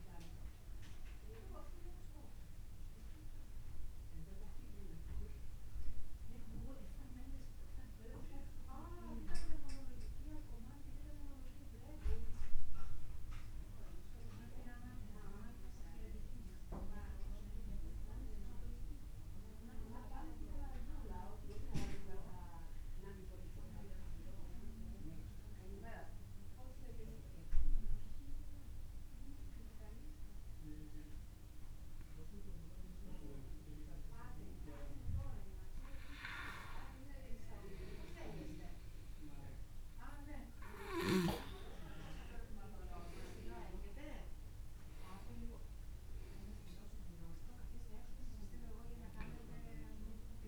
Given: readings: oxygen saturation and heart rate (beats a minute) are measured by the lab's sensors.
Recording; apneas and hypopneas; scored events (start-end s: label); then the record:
breathing in sleep by a room microphone; 1
0.00-13.50 s: oxygen desaturation (device-marked, oxygen 91% lowest, heart rate 30 extreme)
15.50-18.50 s: arousal
21.50-33.50 s: obstructive apnea (oxygen 99% before, 93% lowest, heart rate 44 before, 37 extreme, up 14 after)
36.00-39.50 s: arousal
43.50-50.48 s: oxygen desaturation (device-marked, oxygen 98% before, 94% lowest, heart rate 57 before, 40 extreme)
From the record:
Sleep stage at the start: N2 (light sleep); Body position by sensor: on the back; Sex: male